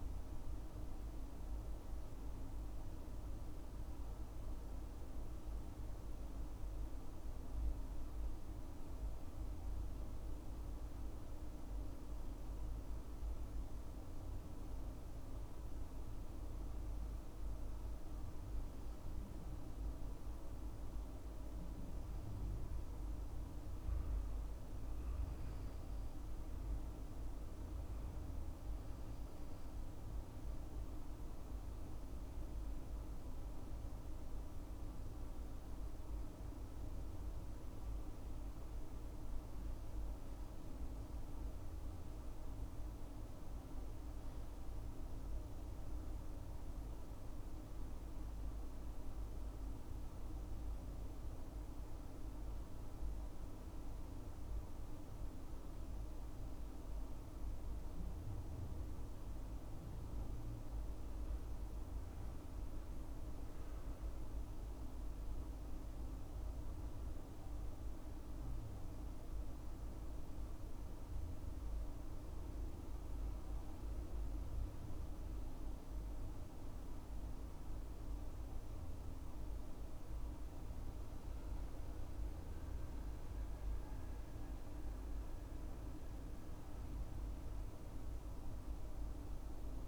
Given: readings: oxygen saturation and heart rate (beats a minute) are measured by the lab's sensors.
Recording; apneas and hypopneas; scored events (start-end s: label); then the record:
breathing in sleep, hard to hear, by a room microphone; none
none scored
From the record:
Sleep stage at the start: N2 (light sleep); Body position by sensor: on the left side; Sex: male